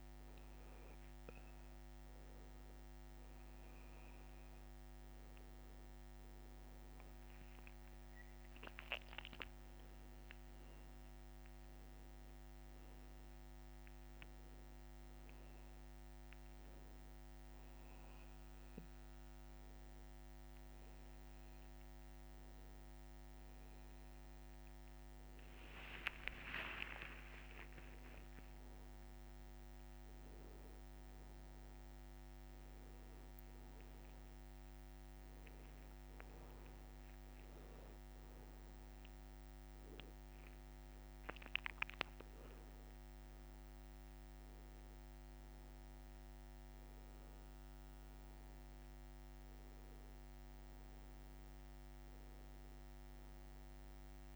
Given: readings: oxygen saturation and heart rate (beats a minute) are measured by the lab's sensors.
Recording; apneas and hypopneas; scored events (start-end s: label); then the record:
breathing in sleep by a microphone on the trachea; none
20.00-54.36 s: new sleep stage, N1 (lightest sleep)
25.50-30.50 s: arousal
From the record:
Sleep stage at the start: N2 (light sleep); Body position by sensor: on the back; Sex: male